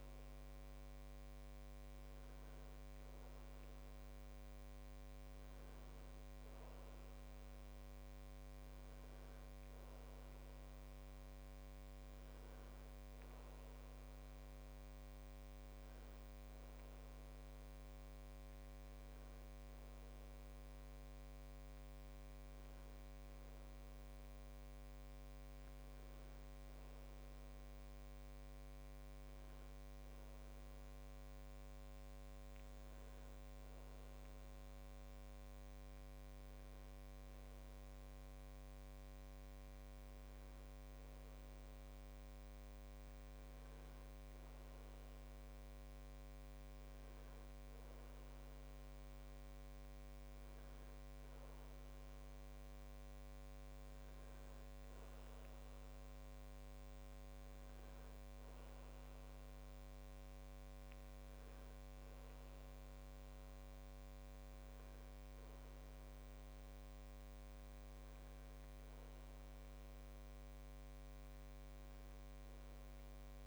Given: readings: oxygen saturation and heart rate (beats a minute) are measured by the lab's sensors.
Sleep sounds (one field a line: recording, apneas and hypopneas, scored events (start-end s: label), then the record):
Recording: breathing in sleep, hard to hear, by a microphone on the trachea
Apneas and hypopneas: none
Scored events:
none scored
From the record:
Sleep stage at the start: N1 (lightest sleep)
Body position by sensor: on the back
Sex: male